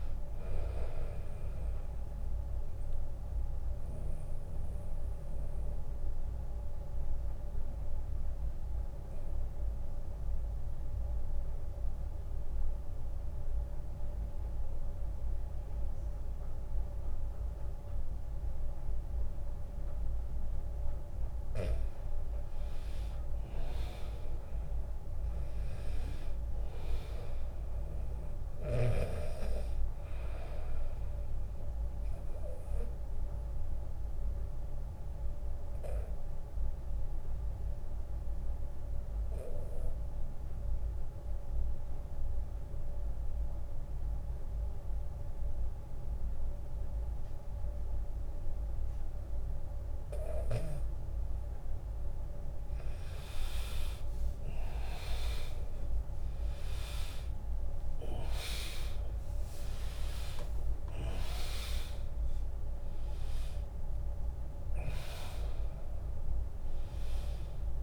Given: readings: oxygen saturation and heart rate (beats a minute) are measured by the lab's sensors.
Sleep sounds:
breathing in sleep by a room microphone; 2
0.00-2.50 s: drop in pulse transit time (device-marked, heart rate 59 extreme)
0.00-16.50 s: oxygen desaturation (device-marked, oxygen 92% lowest, heart rate 54 extreme)
2.50-20.50 s: mixed apnea (oxygen 100% before, 88% lowest, heart rate 69 before, 54 extreme, up 18 after)
3.50-9.50 s: bradycardia (device-marked, heart rate 77 before, 54 extreme)
10.50-12.50 s: long interval between heartbeats (device-marked, heart rate 64 before, 57 extreme)
14.00-16.00 s: long interval between heartbeats (device-marked, heart rate 62 before, 73 extreme)
21.00-23.00 s: long interval between heartbeats (device-marked, heart rate 63 before, 72 extreme)
23.50-25.50 s: long interval between heartbeats (device-marked, heart rate 64 before, 66 extreme)
24.50-28.50 s: arousal
31.50-44.50 s: oxygen desaturation (device-marked, oxygen 100% before, 91% lowest, heart rate 68 before, 64 extreme)
33.00-51.00 s: obstructive apnea (oxygen 100% before, 88% lowest, heart rate 68 before, 64 extreme, up 16 after)
33.50-35.50 s: long interval between heartbeats (device-marked, heart rate 68 before, 65 extreme)
56.50-67.83 s: drop in pulse transit time (device-marked, heart rate 74 before, 80 extreme)
56.50-67.83 s: oxygen desaturation (device-marked, oxygen 98% before, 88% lowest, heart rate 74 before, 65 extreme)
57.00-62.00 s: arousal
From the record:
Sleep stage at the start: N2 (light sleep); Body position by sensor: on the back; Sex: male

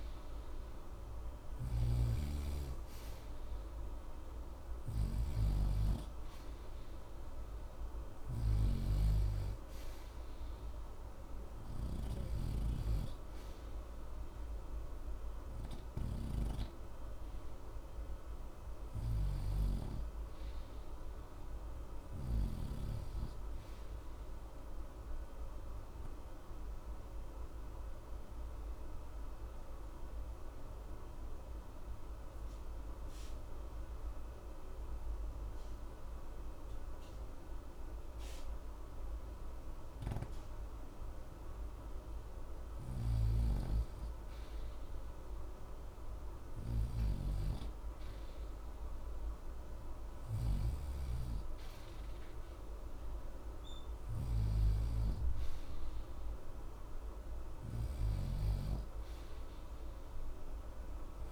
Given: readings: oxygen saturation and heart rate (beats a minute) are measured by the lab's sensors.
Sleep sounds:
breathing in sleep by a room microphone; 1
4.50-45.50 s: oxygen desaturation (device-marked, oxygen 89% before, 83% lowest, heart rate 60 before, 60 extreme)
12.00-16.00 s: snoring (device-marked)
25.50-42.00 s: obstructive apnea (oxygen 89% before, 83% lowest, heart rate 61 before, 60 extreme, up 0 after)
44.00-50.00 s: arousal
From the record:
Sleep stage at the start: REM sleep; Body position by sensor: on the right side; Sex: male

